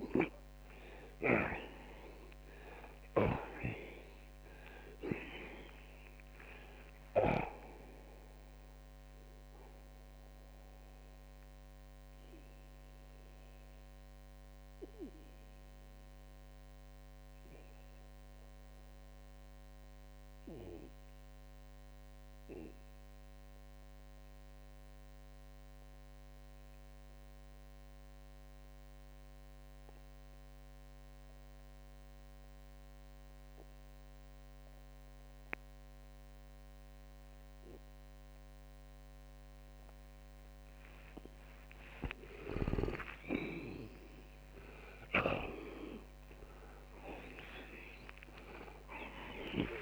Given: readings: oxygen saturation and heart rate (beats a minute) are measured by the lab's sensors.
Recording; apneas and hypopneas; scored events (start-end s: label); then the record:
breathing in sleep by a microphone on the trachea; 1
0.00-7.00 s: snoring (device-marked)
4.00-41.00 s: oxygen desaturation (device-marked, oxygen 94% before, 77% lowest, heart rate 111 before, 58 extreme)
10.00-41.00 s: mixed apnea (oxygen 94% before, 77% lowest, heart rate 130 before, 58 extreme)
43.50-49.50 s: arousal
From the record:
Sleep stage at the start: N2 (light sleep); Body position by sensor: on the back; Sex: male